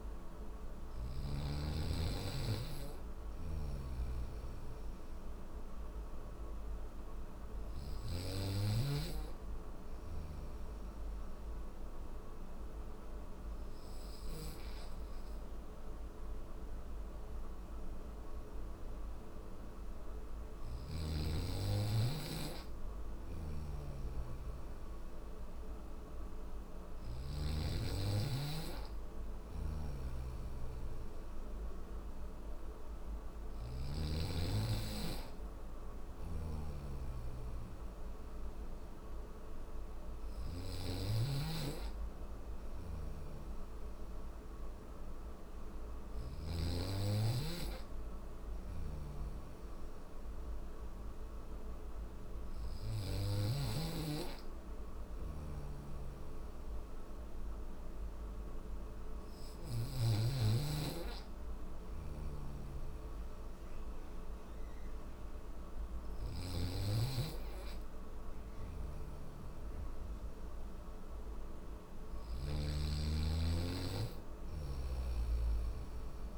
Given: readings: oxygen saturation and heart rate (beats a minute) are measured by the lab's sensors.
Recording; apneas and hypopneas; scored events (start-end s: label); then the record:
breathing in sleep by a room microphone; none
2.00-7.00 s: snoring (device-marked)
22.00-26.00 s: snoring (device-marked)
28.00-39.50 s: snoring (device-marked)
41.50-45.50 s: snoring (device-marked)
47.50-52.50 s: snoring (device-marked)
54.50-59.00 s: snoring (device-marked)
61.00-71.50 s: snoring (device-marked)
73.50-76.38 s: snoring (device-marked)
From the record:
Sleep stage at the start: N1 (lightest sleep); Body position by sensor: on the back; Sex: male